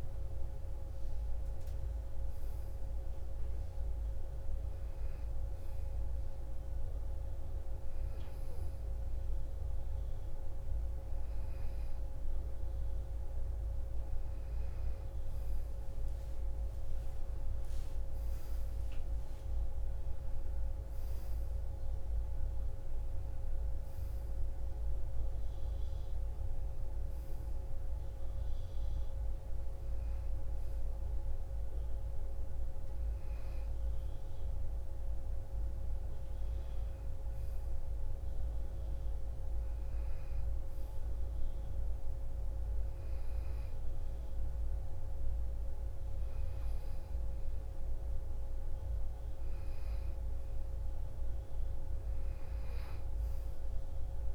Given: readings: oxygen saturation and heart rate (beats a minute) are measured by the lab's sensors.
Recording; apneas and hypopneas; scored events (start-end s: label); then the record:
breathing in sleep, hard to hear, by a room microphone; none
26.00-39.00 s: oxygen desaturation (device-marked, oxygen 95% before, 92% lowest, heart rate 182 before, 48 extreme)
From the record:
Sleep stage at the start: N2 (light sleep); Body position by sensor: on the right side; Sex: female